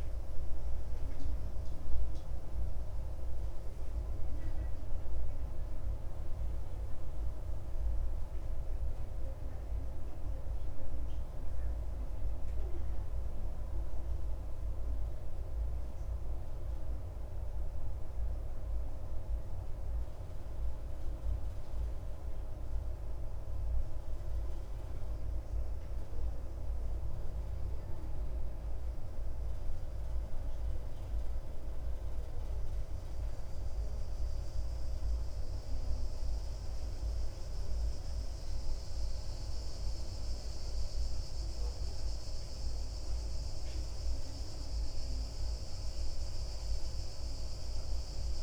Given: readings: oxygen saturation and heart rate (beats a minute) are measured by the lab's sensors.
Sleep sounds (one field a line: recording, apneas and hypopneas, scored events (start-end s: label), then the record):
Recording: breathing in sleep, hard to hear, by a room microphone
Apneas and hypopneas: none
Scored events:
none scored
From the record:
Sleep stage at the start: N1 (lightest sleep)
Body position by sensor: on the back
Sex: male